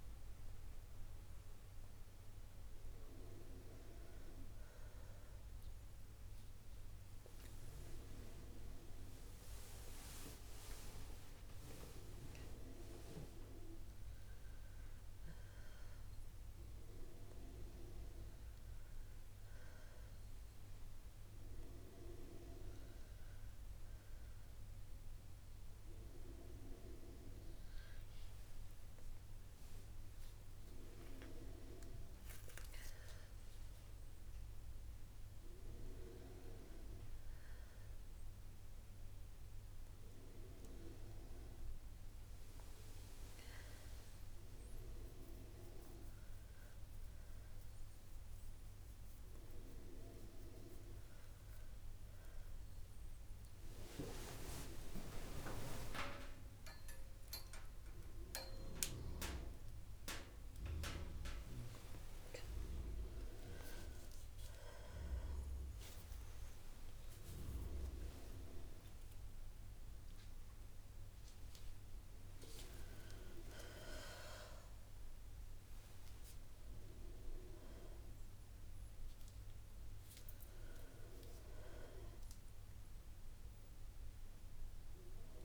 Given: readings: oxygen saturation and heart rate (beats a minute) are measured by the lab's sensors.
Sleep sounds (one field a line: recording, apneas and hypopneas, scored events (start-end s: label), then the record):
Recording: a person awake in a sleep study, by a room microphone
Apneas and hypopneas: none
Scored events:
0.00-4.50 s: oxygen desaturation (device-marked, oxygen 91% lowest, heart rate 57 extreme)
1.50-85.45 s: new sleep stage, awake
22.50-33.50 s: oxygen desaturation (device-marked, oxygen 97% before, 93% lowest, heart rate 62 before, 59 extreme)
72.50-82.50 s: oxygen desaturation (device-marked, oxygen 96% before, 91% lowest, heart rate 87 before, 65 extreme)
From the record:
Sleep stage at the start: N2 (light sleep)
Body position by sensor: on the back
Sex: female